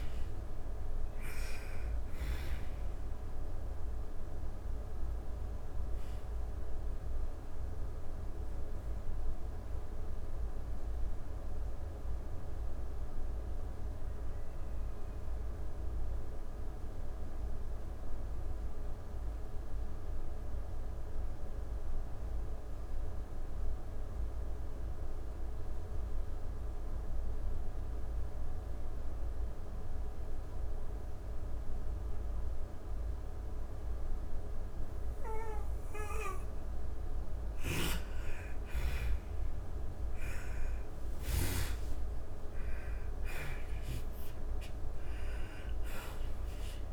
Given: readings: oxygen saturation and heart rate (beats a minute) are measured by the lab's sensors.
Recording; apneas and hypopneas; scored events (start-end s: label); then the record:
breathing in sleep, hard to hear, by a room microphone; 1
0.00-15.00 s: oxygen desaturation (device-marked, oxygen 82% lowest)
6.50-34.00 s: obstructive apnea (oxygen 98% before, 82% lowest)
31.00-46.93 s: oxygen desaturation (device-marked, oxygen 99% before, 84% lowest)
36.00-40.00 s: snoring (device-marked)
39.50-45.50 s: arousal
From the record:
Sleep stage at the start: N2 (light sleep); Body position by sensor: on the back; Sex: female